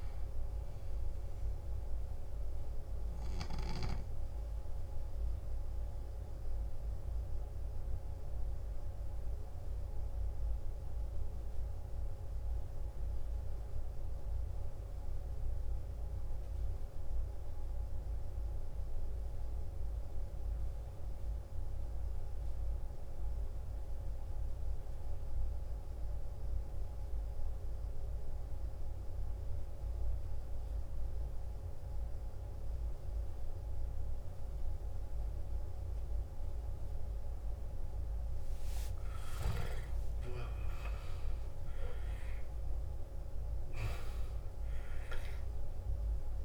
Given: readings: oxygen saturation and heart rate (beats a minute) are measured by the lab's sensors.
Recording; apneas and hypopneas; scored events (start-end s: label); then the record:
breathing in sleep by a room microphone; 1
2.50-13.50 s: oxygen desaturation (device-marked, oxygen 94% before, 89% lowest, heart rate 65 before, 52 extreme)
7.50-39.00 s: obstructive apnea (oxygen 94% before, 89% lowest, heart rate 63 before, 52 extreme, up 15 after)
31.50-46.45 s: oxygen desaturation (device-marked, oxygen 97% before, 90% lowest, heart rate 52 before, 53 extreme)
40.00-44.50 s: arousal
From the record:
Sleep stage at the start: N2 (light sleep); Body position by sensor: on the left side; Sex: male